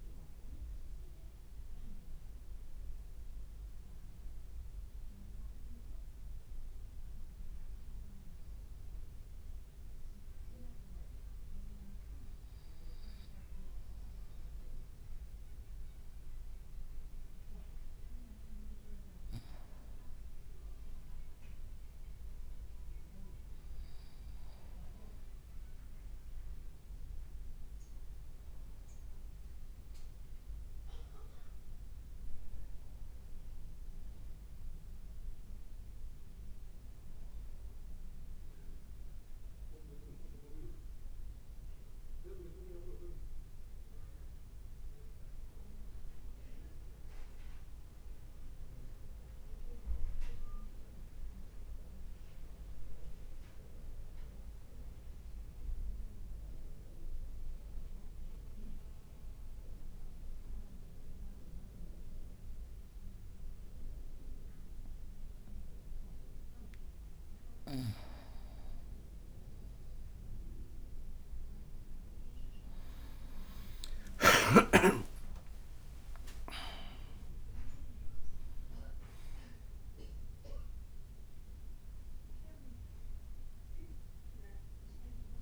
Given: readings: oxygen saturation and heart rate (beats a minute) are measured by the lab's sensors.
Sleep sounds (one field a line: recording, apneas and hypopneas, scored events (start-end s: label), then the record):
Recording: breathing in sleep by a room microphone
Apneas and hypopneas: 2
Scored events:
8.00-19.00 s: obstructive apnea (oxygen 97% before, 93% lowest, heart rate 53 before, 52 extreme, up 1 after)
14.00-17.00 s: oxygen desaturation (device-marked, oxygen 97% before, 96% lowest, heart rate 53 before, 52 extreme)
21.00-25.00 s: arousal
45.50-49.00 s: arousal
52.00-66.50 s: obstructive apnea (oxygen 95% before, 93% lowest, heart rate 55 before, 52 extreme, up 8 after)
69.00-73.50 s: arousal
72.50-79.00 s: leg movement (device-marked)
75.00-77.00 s: long interval between heartbeats (device-marked, heart rate 53 before, 65 extreme)
From the record:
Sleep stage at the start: N2 (light sleep)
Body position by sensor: on the back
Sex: male